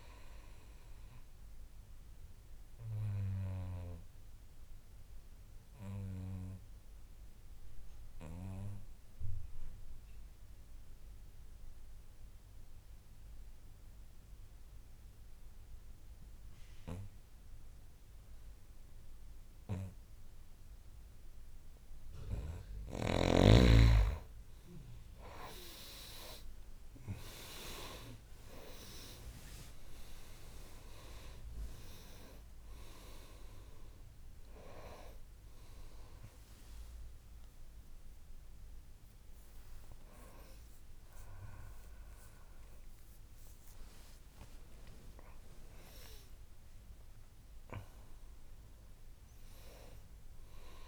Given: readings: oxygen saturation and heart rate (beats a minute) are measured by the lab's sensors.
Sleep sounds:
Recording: breathing in sleep by a room microphone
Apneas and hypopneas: 1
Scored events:
0.00-15.50 s: oxygen desaturation (device-marked, oxygen 84% lowest, heart rate 55 extreme)
1.50-22.50 s: obstructive apnea (oxygen 99% before, 83% lowest, heart rate 70 before, 58 extreme, up 10 after)
21.50-50.88 s: oxygen desaturation (device-marked, oxygen 99% before, 83% lowest, heart rate 61 before, 56 extreme)
26.00-30.00 s: arousal
42.50-46.50 s: arousal
From the record:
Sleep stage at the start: N2 (light sleep)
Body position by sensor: on the back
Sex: male

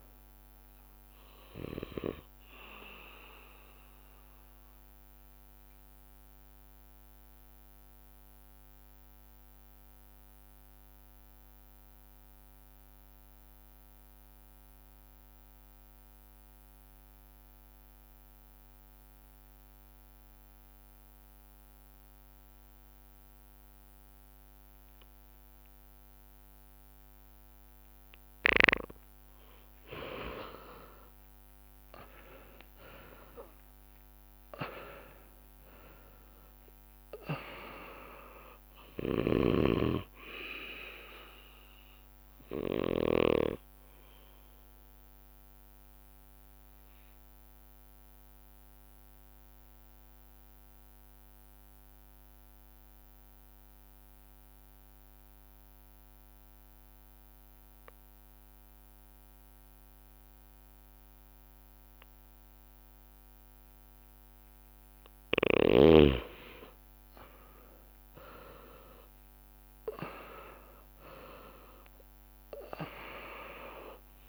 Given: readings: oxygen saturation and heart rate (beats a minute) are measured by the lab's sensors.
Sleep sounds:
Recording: breathing in sleep by a microphone on the trachea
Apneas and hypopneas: 2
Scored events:
0.00-25.50 s: oxygen desaturation (device-marked, oxygen 91% lowest)
5.00-29.50 s: obstructive apnea (oxygen 99% before, 89% lowest)
31.00-36.00 s: arousal
35.50-57.50 s: oxygen desaturation (device-marked, oxygen 99% before, 89% lowest)
39.00-43.00 s: snoring (device-marked)
45.00-64.50 s: obstructive apnea (oxygen 99% before, 89% lowest)
67.50-72.00 s: arousal
From the record:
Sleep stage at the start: N2 (light sleep)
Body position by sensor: on the back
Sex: male

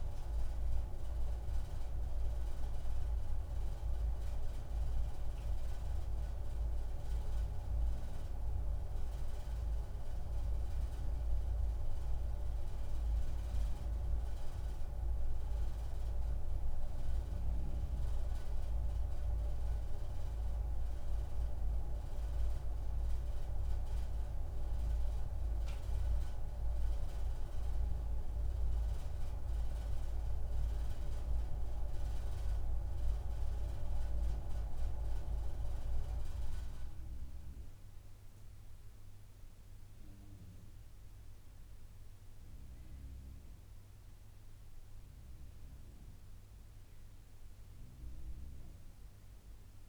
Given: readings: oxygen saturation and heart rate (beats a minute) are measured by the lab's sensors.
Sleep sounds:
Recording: breathing in sleep by a room microphone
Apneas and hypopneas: 1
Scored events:
3.00-6.50 s: arousal
9.00-21.50 s: mixed apnea (oxygen 98% before, 96% lowest)
24.00-28.50 s: arousal
From the record:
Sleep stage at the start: N2 (light sleep)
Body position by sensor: on the back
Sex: male

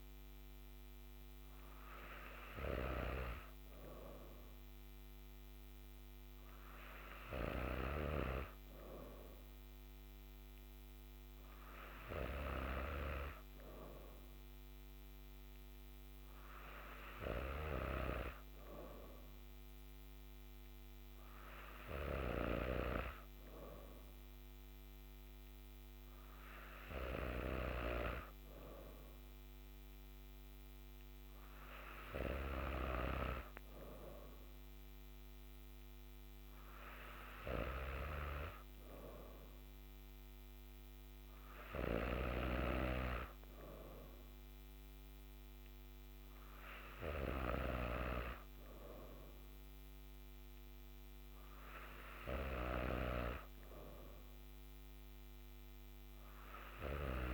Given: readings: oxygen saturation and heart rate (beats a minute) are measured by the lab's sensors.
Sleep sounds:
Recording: breathing in sleep by a microphone on the trachea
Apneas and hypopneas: none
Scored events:
none scored
From the record:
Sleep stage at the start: N3 (deep sleep)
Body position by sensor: on the back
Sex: female

